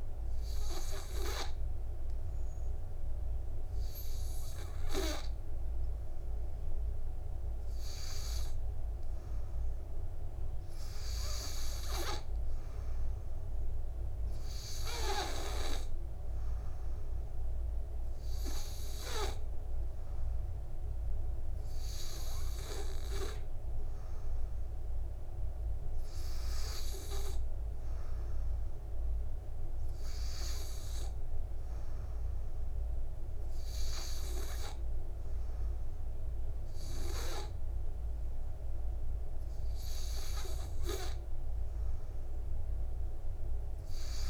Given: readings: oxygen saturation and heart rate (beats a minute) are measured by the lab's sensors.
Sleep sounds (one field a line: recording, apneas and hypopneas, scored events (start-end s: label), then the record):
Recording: breathing in sleep by a room microphone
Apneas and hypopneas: none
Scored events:
none scored
From the record:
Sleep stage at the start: N2 (light sleep)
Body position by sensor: on the back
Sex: male